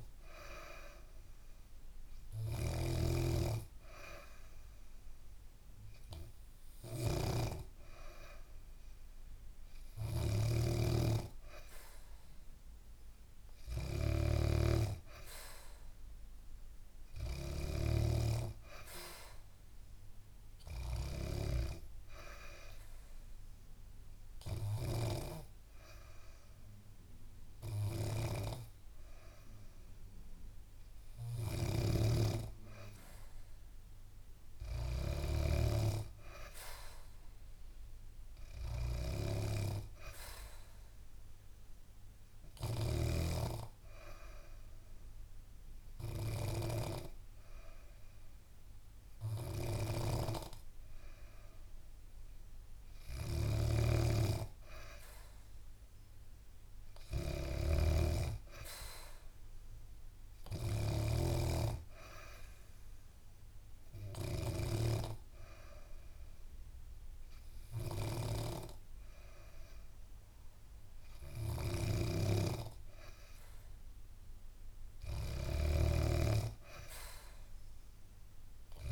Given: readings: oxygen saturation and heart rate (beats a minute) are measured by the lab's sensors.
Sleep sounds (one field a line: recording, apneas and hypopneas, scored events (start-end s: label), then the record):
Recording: breathing in sleep by a room microphone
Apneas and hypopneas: 3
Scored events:
0.00-17.50 s: snoring (device-marked)
16.50-19.50 s: arousal
21.50-32.50 s: obstructive apnea (oxygen 95% before, 92% lowest, heart rate 72 before, 71 extreme, up 0 after)
31.00-43.00 s: snoring (device-marked)
34.50-38.00 s: arousal
41.00-52.50 s: hypopnea (oxygen 94% before, 92% lowest, heart rate 74 before, 71 extreme)
49.50-78.92 s: snoring (device-marked)
54.00-57.00 s: arousal
57.50-71.50 s: oxygen desaturation (device-marked, oxygen 95% before, 92% lowest, heart rate 74 before, 72 extreme)
62.00-73.00 s: hypopnea (oxygen 95% before, 91% lowest, heart rate 73 before, 72 extreme, up 1 after)
75.50-78.50 s: arousal
From the record:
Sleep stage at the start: N3 (deep sleep)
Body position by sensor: on the back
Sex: female